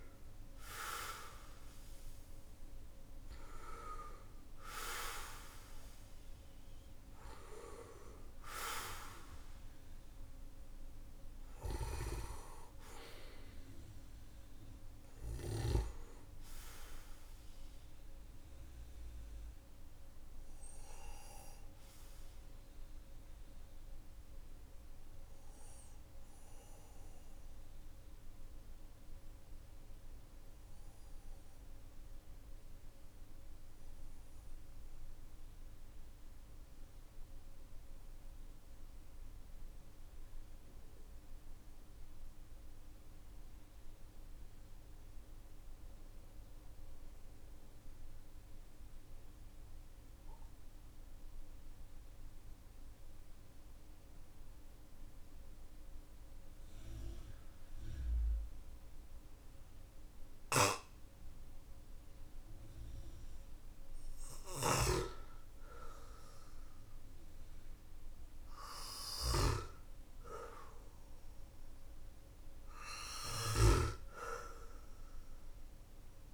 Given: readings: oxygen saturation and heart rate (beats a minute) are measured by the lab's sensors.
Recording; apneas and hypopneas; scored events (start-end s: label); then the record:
breathing in sleep by a room microphone; 1
3.50-43.50 s: oxygen desaturation (device-marked, oxygen 97% before, 90% lowest, heart rate 55 before, 42 extreme)
18.50-60.50 s: obstructive apnea (oxygen 98% before, 90% lowest, heart rate 48 before, 45 extreme, up 11 after)
63.50-69.00 s: arousal
64.00-69.00 s: snoring (device-marked)
From the record:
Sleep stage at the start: N2 (light sleep); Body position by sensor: on the back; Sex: male